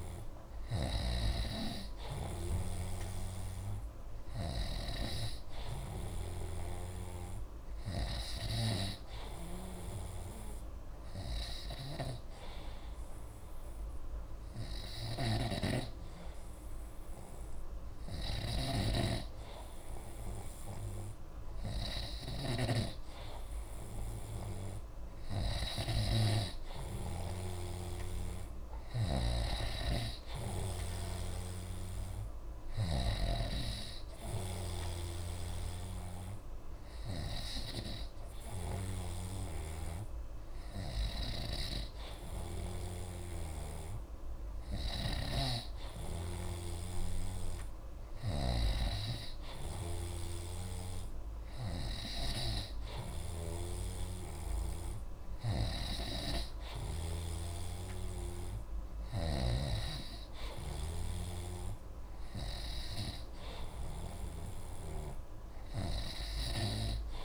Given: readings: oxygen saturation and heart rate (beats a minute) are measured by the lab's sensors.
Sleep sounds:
breathing in sleep by a room microphone; none
4.50-33.00 s: snoring (device-marked)
35.00-52.00 s: snoring (device-marked)
54.00-57.50 s: snoring (device-marked)
From the record:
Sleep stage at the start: N3 (deep sleep); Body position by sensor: on the right side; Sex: male

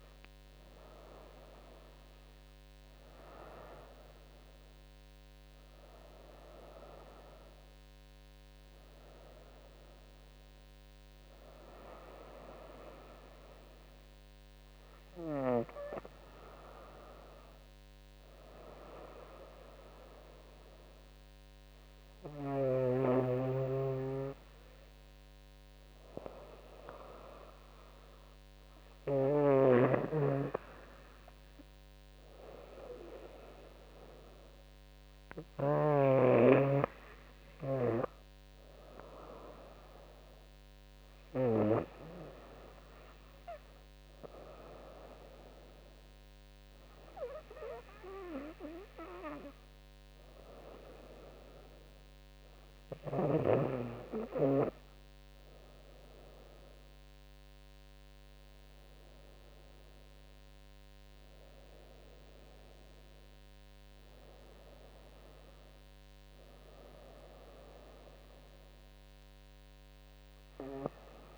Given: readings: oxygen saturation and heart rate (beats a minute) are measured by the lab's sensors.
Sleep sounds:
breathing in sleep by a microphone on the trachea; none
55.00-67.00 s: drop in pulse transit time (device-marked, heart rate 82 before, 83 extreme)
From the record:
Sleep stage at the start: N2 (light sleep); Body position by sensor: on the right side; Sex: female

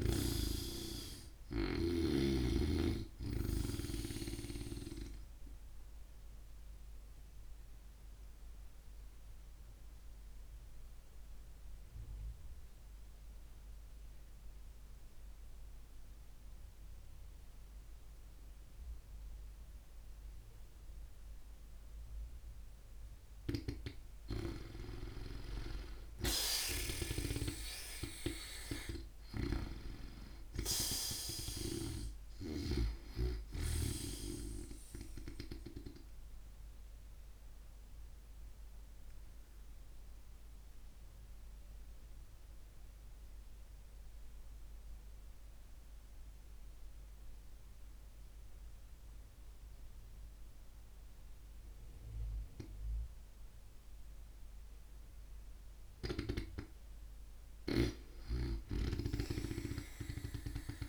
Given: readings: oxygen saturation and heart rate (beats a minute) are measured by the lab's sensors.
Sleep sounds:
breathing in sleep by a room microphone; 2
0.00-1.50 s: snoring (device-marked)
0.00-2.00 s: arousal
4.00-22.50 s: obstructive apnea (oxygen 94% before, 88% lowest)
7.50-27.50 s: oxygen desaturation (device-marked, oxygen 94% before, 88% lowest)
22.50-31.50 s: snoring (device-marked)
26.50-31.50 s: arousal
35.00-55.00 s: obstructive apnea (oxygen 93% before, 88% lowest)
57.00-60.89 s: arousal
From the record:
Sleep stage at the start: N2 (light sleep); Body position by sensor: on the back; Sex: female

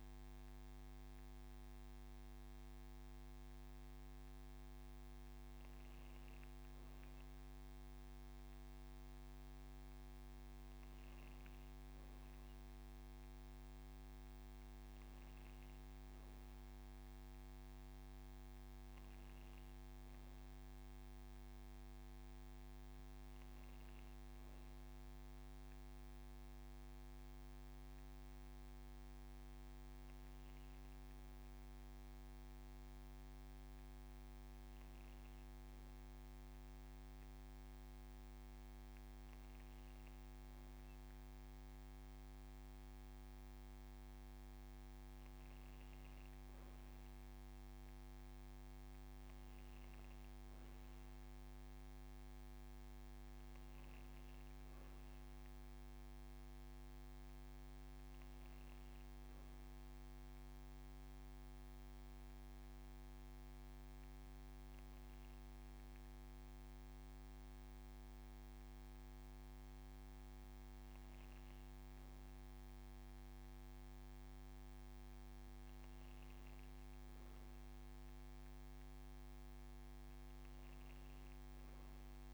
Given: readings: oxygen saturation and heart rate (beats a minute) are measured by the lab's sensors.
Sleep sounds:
breathing in sleep, hard to hear, by a microphone on the trachea; none
9.50-11.50 s: long interval between heartbeats (device-marked, heart rate 36 before, 46 extreme)
17.50-19.50 s: long interval between heartbeats (device-marked, heart rate 38 before, 57 extreme)
21.50-23.50 s: long interval between heartbeats (device-marked, heart rate 46 before, 50 extreme)
25.00-27.00 s: long interval between heartbeats (device-marked, heart rate 46 before, 49 extreme)
53.00-58.50 s: arousal
65.50-67.50 s: long interval between heartbeats (device-marked)
69.00-71.00 s: long interval between heartbeats (device-marked, heart rate 44 before, 194 extreme)
75.00-77.00 s: long interval between heartbeats (device-marked, heart rate 91 before, 127 extreme)
78.00-80.00 s: long interval between heartbeats (device-marked, heart rate 110 before, 114 extreme)
From the record:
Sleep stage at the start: N1 (lightest sleep); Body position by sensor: on the back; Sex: female

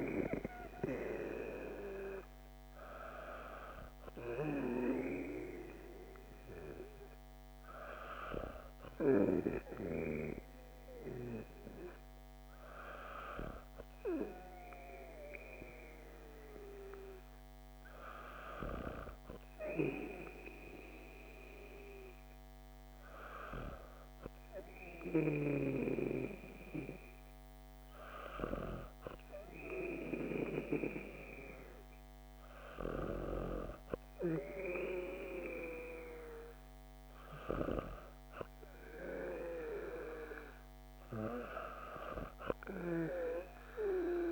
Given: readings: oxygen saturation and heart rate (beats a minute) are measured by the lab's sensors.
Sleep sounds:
breathing in sleep by a microphone on the trachea; none
none scored
From the record:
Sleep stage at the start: N2 (light sleep); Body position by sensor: on the back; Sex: female

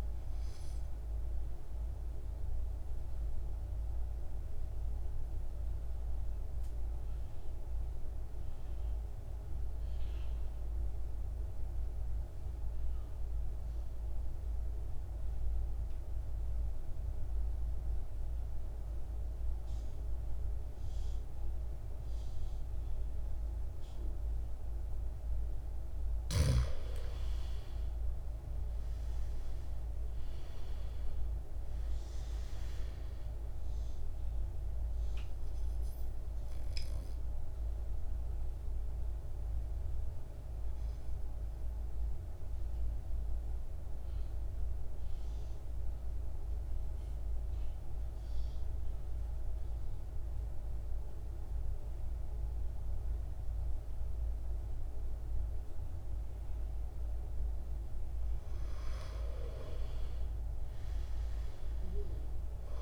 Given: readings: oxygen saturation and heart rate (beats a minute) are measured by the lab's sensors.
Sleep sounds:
breathing in sleep, hard to hear, by a room microphone; 2
0.00-18.00 s: oxygen desaturation (device-marked, oxygen 82% lowest, heart rate 50 extreme)
1.00-24.50 s: mixed apnea (oxygen 98% before, 82% lowest, heart rate 62 before, 50 extreme, up 13 after)
25.00-55.00 s: oxygen desaturation (device-marked, oxygen 99% before, 84% lowest, heart rate 53 before, 50 extreme)
28.00-30.50 s: arousal
35.00-57.00 s: obstructive apnea (oxygen 99% before, 82% lowest, heart rate 58 before, 50 extreme, up 14 after)
60.00-62.82 s: arousal
From the record:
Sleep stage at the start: N2 (light sleep); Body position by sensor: on the back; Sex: male

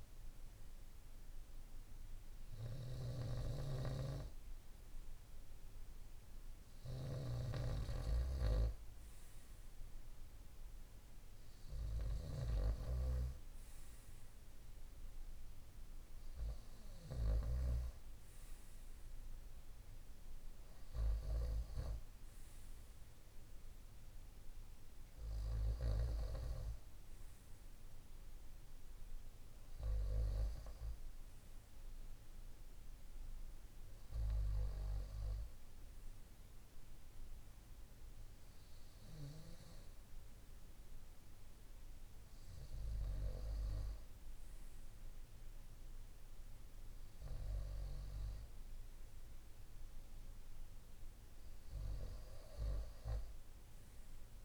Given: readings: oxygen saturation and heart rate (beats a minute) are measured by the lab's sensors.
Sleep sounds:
breathing in sleep by a room microphone; none
0.00-17.50 s: snoring (device-marked)
From the record:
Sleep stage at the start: N2 (light sleep); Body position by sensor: on the right side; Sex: male

